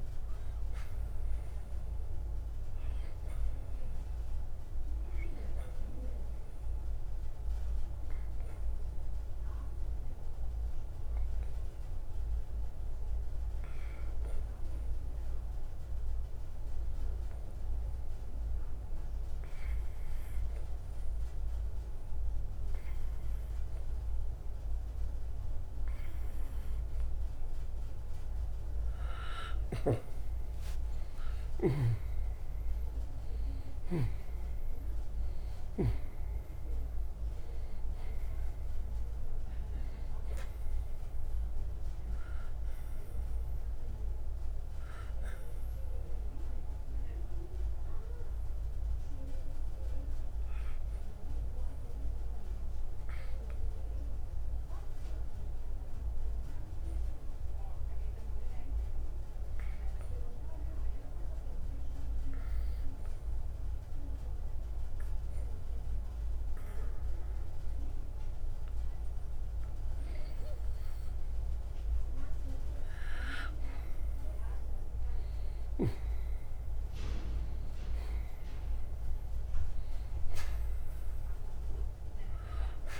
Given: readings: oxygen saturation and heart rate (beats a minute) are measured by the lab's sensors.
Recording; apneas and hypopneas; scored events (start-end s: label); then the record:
breathing in sleep, hard to hear, by a room microphone; 2
5.50-27.50 s: obstructive apnea (oxygen 97% before, 87% lowest, heart rate 61 before, 56 extreme, up 6 after)
31.00-37.00 s: arousal
35.00-66.00 s: oxygen desaturation (device-marked, oxygen 95% before, 87% lowest, heart rate 60 before, 56 extreme)
47.50-70.50 s: obstructive apnea (oxygen 95% before, 87% lowest, heart rate 62 before, 56 extreme, up 7 after)
73.50-77.50 s: arousal
78.00-83.00 s: oxygen desaturation (device-marked, oxygen 97% before, 89% lowest, heart rate 58 before, 56 extreme)
From the record:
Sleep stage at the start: N2 (light sleep); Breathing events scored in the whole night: 189 in 3.3 hours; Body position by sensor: on the right side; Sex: male